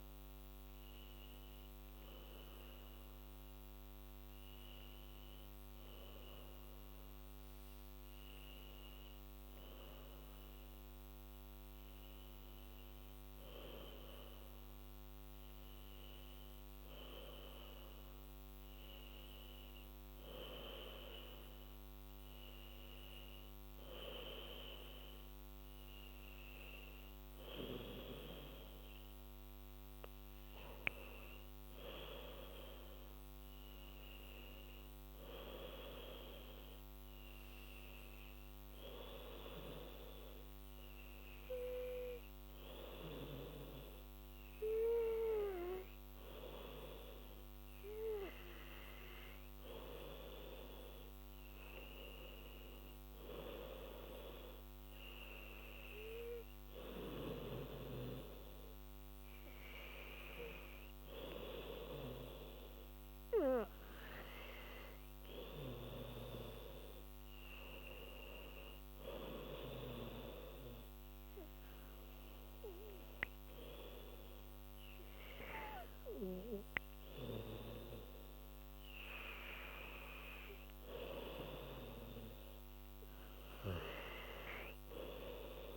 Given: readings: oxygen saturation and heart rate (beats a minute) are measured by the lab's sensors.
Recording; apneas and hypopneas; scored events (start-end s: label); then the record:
breathing in sleep by a microphone on the trachea; none
none scored
From the record:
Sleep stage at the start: N2 (light sleep); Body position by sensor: on the back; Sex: female